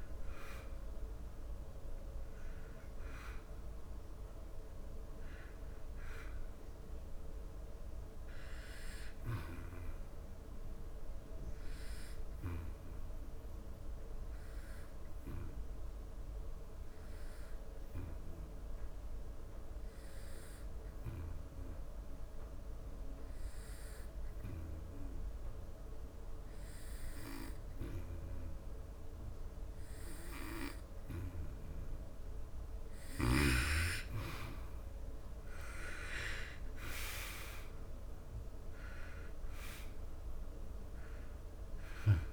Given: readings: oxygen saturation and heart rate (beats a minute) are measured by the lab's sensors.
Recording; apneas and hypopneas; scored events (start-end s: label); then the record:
breathing in sleep by a room microphone; 1
0.00-14.50 s: oxygen desaturation (device-marked, oxygen 92% lowest, heart rate 71 extreme)
11.00-33.00 s: obstructive apnea (oxygen 95% before, 88% lowest, heart rate 83 before, 71 extreme, up 12 after)
30.50-42.33 s: oxygen desaturation (device-marked, oxygen 97% before, 88% lowest, heart rate 75 before, 74 extreme)
34.50-38.00 s: arousal
From the record:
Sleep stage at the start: N2 (light sleep); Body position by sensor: on the back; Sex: male